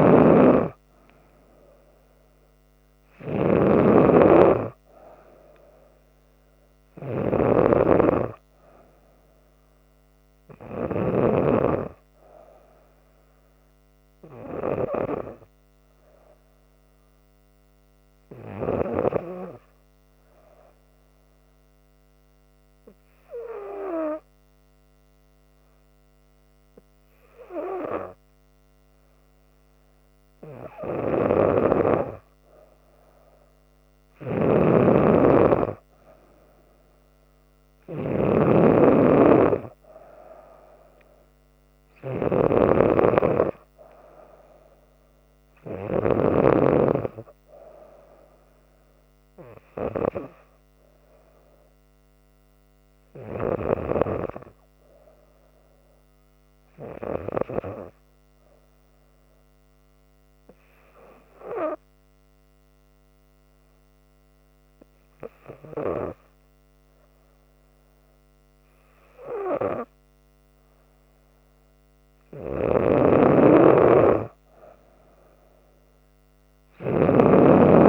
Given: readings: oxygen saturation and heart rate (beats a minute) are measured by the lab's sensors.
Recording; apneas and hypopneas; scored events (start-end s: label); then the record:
breathing in sleep by a microphone on the trachea; 2
0.00-10.50 s: oxygen desaturation (device-marked, oxygen 92% lowest, heart rate 68 extreme)
0.00-11.00 s: snoring (device-marked)
16.50-30.00 s: hypopnea (oxygen 95% before, 93% lowest, heart rate 70 before, 69 extreme, up 2 after)
31.00-46.00 s: snoring (device-marked)
32.00-36.50 s: arousal
44.50-77.88 s: new sleep stage, N3 (deep sleep)
56.50-70.50 s: hypopnea (oxygen 96% before, 93% lowest, heart rate 69 before, 68 extreme, up 2 after)
72.00-76.50 s: arousal
72.50-77.88 s: snoring (device-marked)
From the record:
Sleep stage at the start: N2 (light sleep); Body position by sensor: on the back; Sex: female